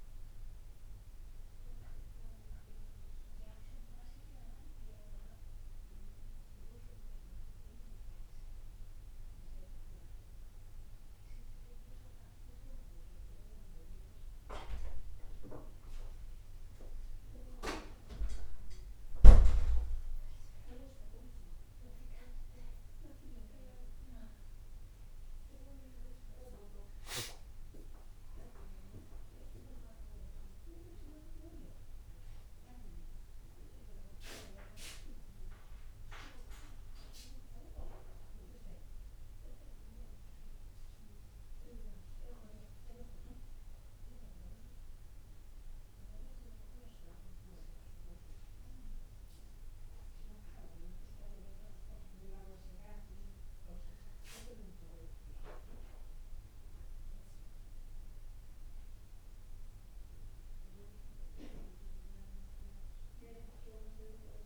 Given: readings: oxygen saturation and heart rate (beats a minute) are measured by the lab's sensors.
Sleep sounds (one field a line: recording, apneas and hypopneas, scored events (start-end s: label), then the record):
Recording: breathing in sleep by a room microphone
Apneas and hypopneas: none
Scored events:
none scored
From the record:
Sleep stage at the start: N2 (light sleep)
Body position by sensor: on the back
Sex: male